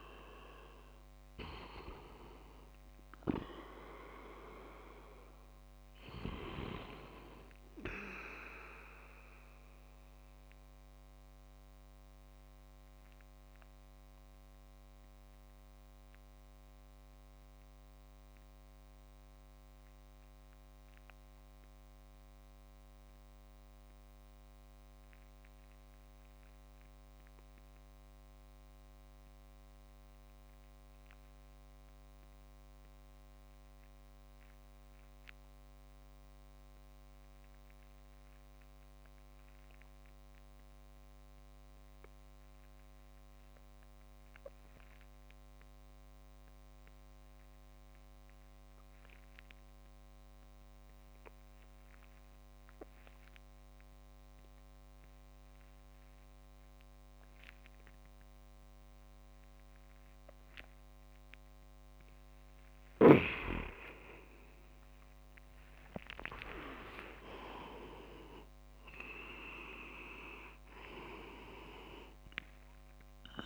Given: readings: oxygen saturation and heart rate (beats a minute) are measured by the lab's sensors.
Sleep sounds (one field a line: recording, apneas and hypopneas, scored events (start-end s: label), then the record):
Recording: breathing in sleep by a microphone on the trachea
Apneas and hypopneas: 1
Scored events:
0.00-22.50 s: oxygen desaturation (device-marked, oxygen 83% lowest, heart rate 50 extreme)
9.50-61.50 s: obstructive apnea (oxygen 97% before, 83% lowest, heart rate 68 before, 59 extreme, up 24 after)
44.50-73.46 s: oxygen desaturation (device-marked, oxygen 99% before, 86% lowest, heart rate 64 before, 26 extreme)
63.50-68.00 s: arousal
65.00-67.50 s: leg movement (device-marked)
From the record:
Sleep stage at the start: REM sleep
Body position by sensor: on the back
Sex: male